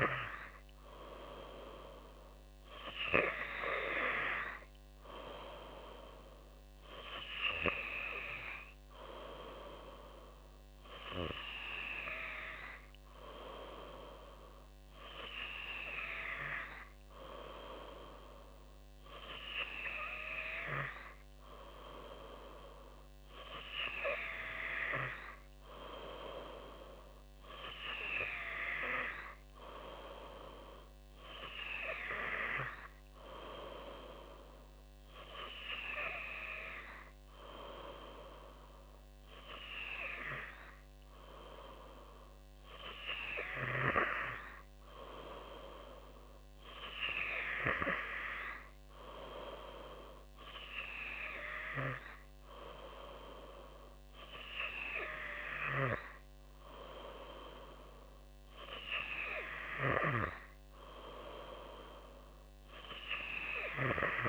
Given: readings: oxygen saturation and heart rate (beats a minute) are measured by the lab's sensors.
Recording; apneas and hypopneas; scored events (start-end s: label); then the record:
breathing in sleep by a microphone on the trachea; none
none scored
From the record:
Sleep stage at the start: N2 (light sleep); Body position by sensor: on the back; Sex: female